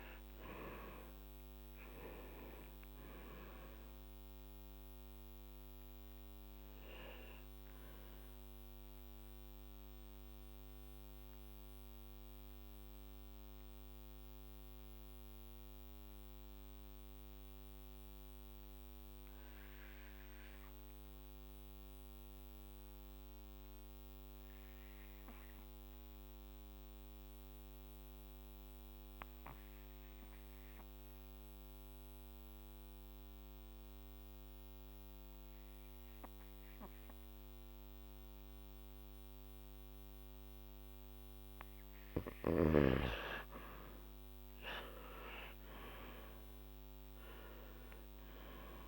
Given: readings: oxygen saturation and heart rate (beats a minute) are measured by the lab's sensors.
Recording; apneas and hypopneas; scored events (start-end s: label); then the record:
breathing in sleep by a microphone on the trachea; 1
0.00-3.50 s: arousal
10.00-41.50 s: mixed apnea (oxygen 98% before, 81% lowest, heart rate 51 before, 45 extreme, up 12 after)
22.50-38.50 s: oxygen desaturation (device-marked, oxygen 94% before, 81% lowest, heart rate 54 before, 45 extreme)
43.00-48.00 s: arousal
From the record:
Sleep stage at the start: REM sleep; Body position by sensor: on the back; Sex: male